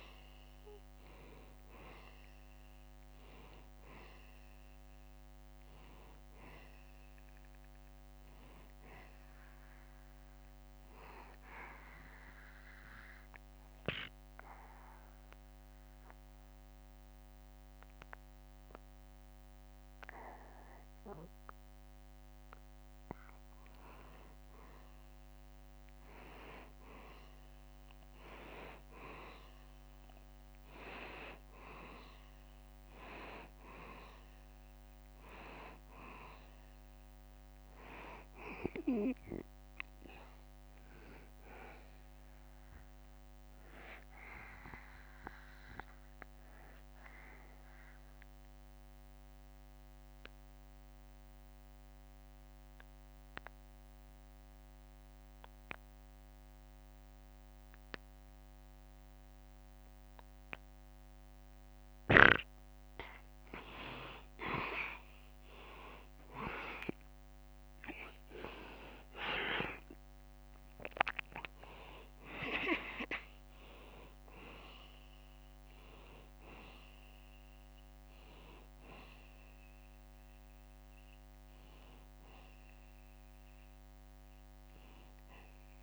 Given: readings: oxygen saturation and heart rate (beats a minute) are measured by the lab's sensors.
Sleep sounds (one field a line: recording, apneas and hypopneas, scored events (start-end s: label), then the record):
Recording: breathing in sleep by a microphone on the trachea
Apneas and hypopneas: 2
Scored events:
0.00-17.00 s: oxygen desaturation (device-marked, oxygen 88% lowest, heart rate 69 extreme)
12.00-24.00 s: obstructive apnea (oxygen 94% before, 86% lowest, heart rate 75 before, 69 extreme, up 2 after)
27.00-31.00 s: arousal
31.00-48.00 s: oxygen desaturation (device-marked, oxygen 95% before, 89% lowest, heart rate 72 before, 70 extreme)
44.50-62.50 s: obstructive apnea (oxygen 95% before, 86% lowest, heart rate 72 before, 70 extreme, up 3 after)
66.00-85.83 s: oxygen desaturation (device-marked, oxygen 95% before, 86% lowest, heart rate 71 before, 70 extreme)
67.50-71.00 s: arousal
From the record:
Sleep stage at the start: N2 (light sleep)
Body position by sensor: on the back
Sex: male